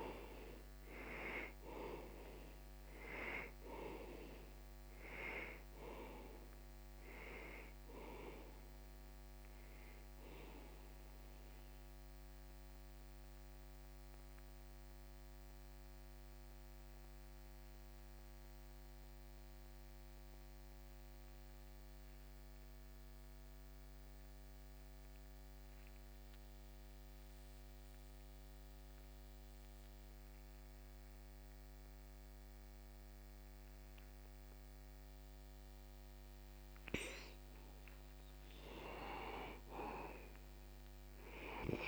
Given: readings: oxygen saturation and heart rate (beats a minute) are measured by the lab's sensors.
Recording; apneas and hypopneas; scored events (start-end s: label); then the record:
breathing in sleep by a microphone on the trachea; 1
0.00-27.00 s: oxygen desaturation (device-marked, oxygen 83% lowest, heart rate 61 extreme)
10.50-37.50 s: mixed apnea (oxygen 97% before, 81% lowest, heart rate 64 before, 61 extreme, up 0 after)
40.00-41.88 s: oxygen desaturation (device-marked, oxygen 97% before, 81% lowest, heart rate 61 before, 27 extreme)
From the record:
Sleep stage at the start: N2 (light sleep); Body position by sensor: on the back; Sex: male